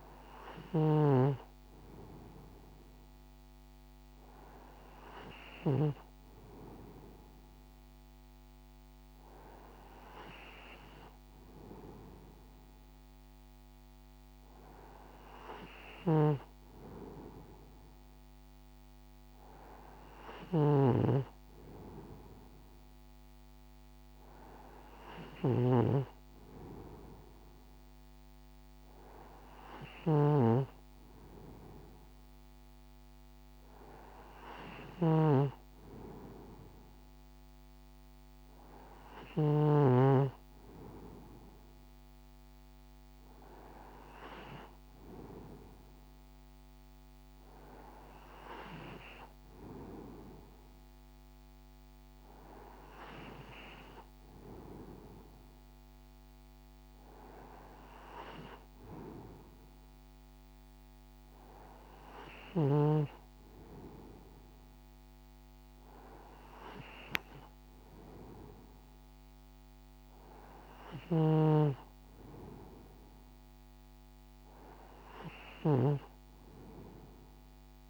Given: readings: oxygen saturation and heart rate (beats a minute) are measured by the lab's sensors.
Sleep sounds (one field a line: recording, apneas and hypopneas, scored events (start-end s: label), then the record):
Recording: breathing in sleep by a microphone on the trachea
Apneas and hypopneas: none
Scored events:
0.00-5.50 s: snoring (device-marked)
15.50-39.50 s: snoring (device-marked)
70.50-75.50 s: snoring (device-marked)
From the record:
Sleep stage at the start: N2 (light sleep)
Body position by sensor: on the right side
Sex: male